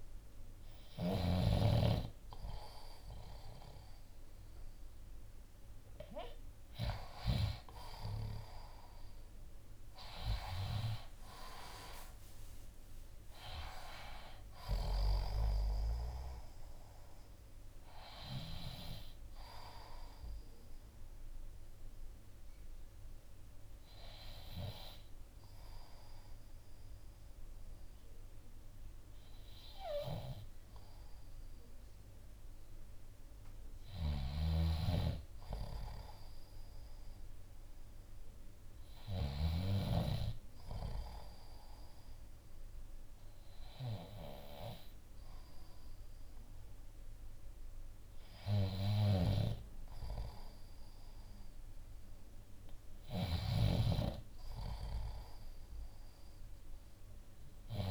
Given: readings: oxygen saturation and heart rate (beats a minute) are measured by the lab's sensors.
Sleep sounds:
breathing in sleep by a room microphone; 1
7.50-21.50 s: drop in pulse transit time (device-marked, heart rate 61 before, 61 extreme)
10.00-14.50 s: arousal
19.00-31.50 s: hypopnea (oxygen 95% before, 92% lowest, heart rate 65 before, 59 extreme, up 4 after)
33.50-37.00 s: arousal
34.00-39.50 s: snoring (device-marked)
48.50-57.91 s: snoring (device-marked)
From the record:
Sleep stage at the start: N2 (light sleep); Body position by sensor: on the left side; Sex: male

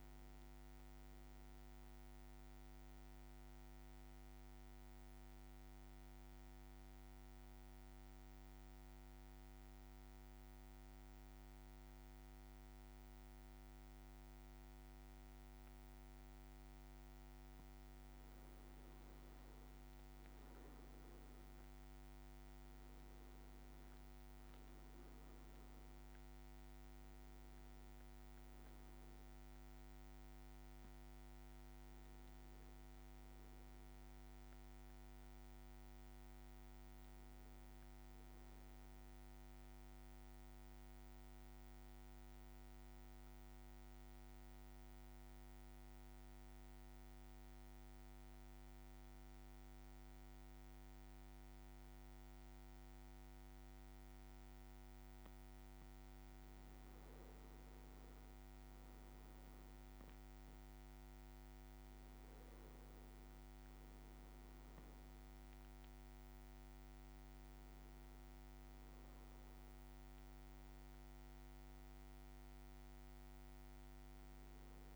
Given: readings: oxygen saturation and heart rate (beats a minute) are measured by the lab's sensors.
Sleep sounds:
breathing in sleep, hard to hear, by a microphone on the trachea; 2
1.50-17.00 s: mixed apnea (oxygen 99% before, 95% lowest, heart rate 57 before, 54 extreme, up 4 after)
20.00-23.50 s: arousal
23.50-47.50 s: oxygen desaturation (device-marked, oxygen 98% before, 95% lowest, heart rate 55 before, 53 extreme)
24.50-74.95 s: new sleep stage, N2 (light sleep)
39.00-55.50 s: mixed apnea (oxygen 99% before, 95% lowest, heart rate 57 before, 53 extreme, up 4 after)
57.50-61.50 s: arousal
63.50-74.95 s: oxygen desaturation (device-marked, oxygen 99% before, 95% lowest, heart rate 55 before, 54 extreme)
From the record:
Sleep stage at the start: N1 (lightest sleep); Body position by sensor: on the back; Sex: male

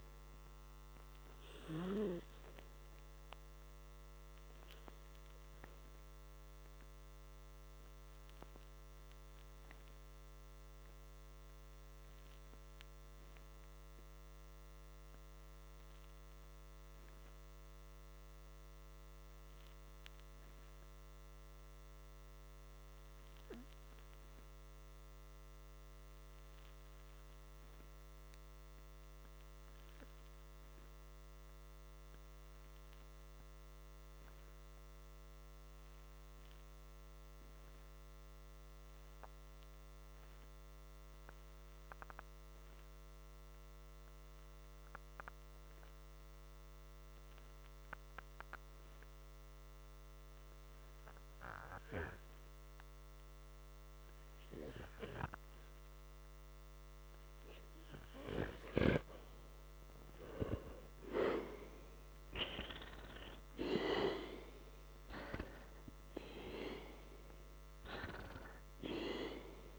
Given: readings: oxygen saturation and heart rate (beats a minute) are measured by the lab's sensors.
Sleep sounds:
breathing in sleep by a microphone on the trachea; 1
4.50-35.50 s: hypopnea (oxygen 98% before, 88% lowest, heart rate 57 before, 43 extreme)
16.50-31.50 s: oxygen desaturation (device-marked, oxygen 96% before, 89% lowest, heart rate 59 before, 44 extreme)
38.50-43.00 s: arousal
64.50-68.50 s: arousal
From the record:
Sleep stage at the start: N2 (light sleep); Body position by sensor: on the back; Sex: male

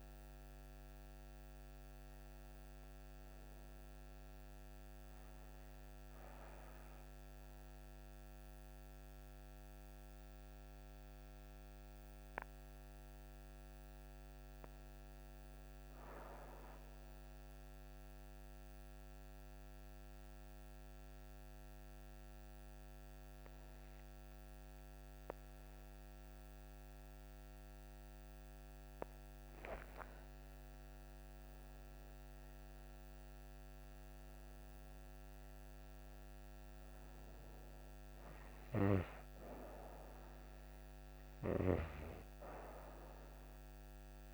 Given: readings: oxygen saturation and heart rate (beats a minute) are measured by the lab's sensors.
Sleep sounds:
breathing in sleep by a microphone on the trachea; 1
5.50-28.50 s: obstructive apnea (oxygen 97% before, 93% lowest)
29.50-34.50 s: arousal
31.00-44.34 s: oxygen desaturation (device-marked, oxygen 99% before, 94% lowest)
From the record:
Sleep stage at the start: N2 (light sleep); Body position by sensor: on the right side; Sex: female

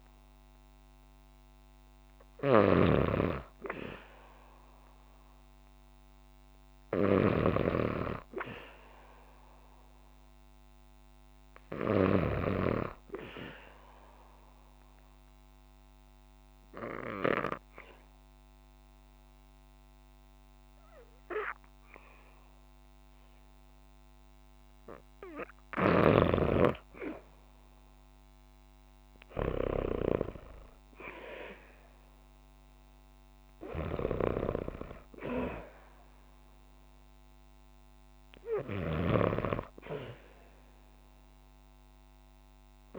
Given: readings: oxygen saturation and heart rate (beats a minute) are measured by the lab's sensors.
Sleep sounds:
breathing in sleep by a microphone on the trachea; 1
0.00-12.00 s: snoring (device-marked)
13.50-25.00 s: obstructive apnea (oxygen 97% before, 93% lowest, heart rate 59 before, 55 extreme, up 5 after)
26.50-30.50 s: arousal
33.50-42.99 s: oxygen desaturation (device-marked, oxygen 96% before, 93% lowest, heart rate 60 before, 55 extreme)
38.00-42.99 s: snoring (device-marked)
From the record:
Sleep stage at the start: N2 (light sleep); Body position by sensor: on the back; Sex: female

